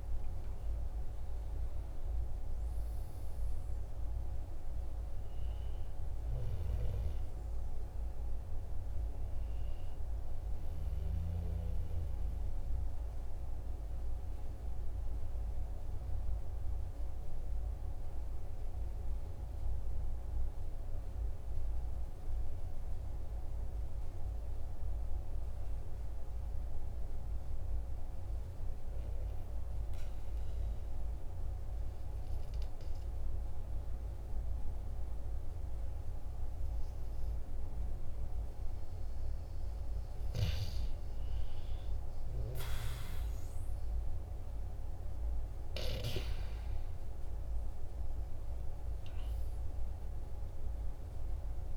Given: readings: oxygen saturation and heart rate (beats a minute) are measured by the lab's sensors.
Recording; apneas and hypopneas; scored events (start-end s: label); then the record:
breathing in sleep, hard to hear, by a room microphone; 1
12.50-39.00 s: obstructive apnea (oxygen 97% before, 94% lowest, heart rate 48 before, 43 extreme, up 1 after)
41.50-45.50 s: arousal
From the record:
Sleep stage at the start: N2 (light sleep); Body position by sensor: on the right side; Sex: male